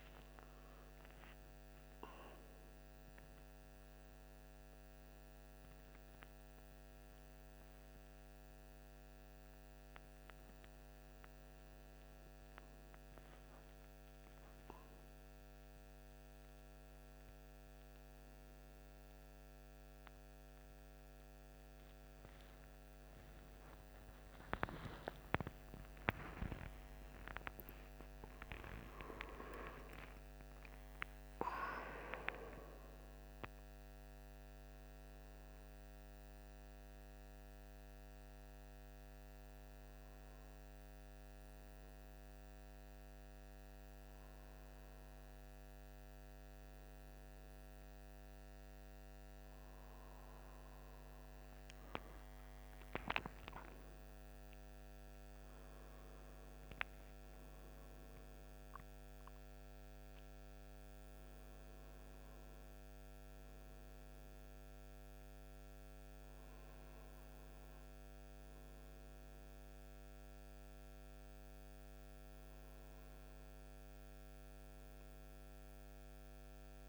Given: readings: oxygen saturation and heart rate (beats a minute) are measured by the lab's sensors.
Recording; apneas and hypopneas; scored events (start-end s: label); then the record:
a person awake in a sleep study, by a microphone on the trachea; none
23.00-27.00 s: tachycardia (device-marked, heart rate 50 before, 110 extreme)
From the record:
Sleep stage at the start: awake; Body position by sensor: on the right side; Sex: male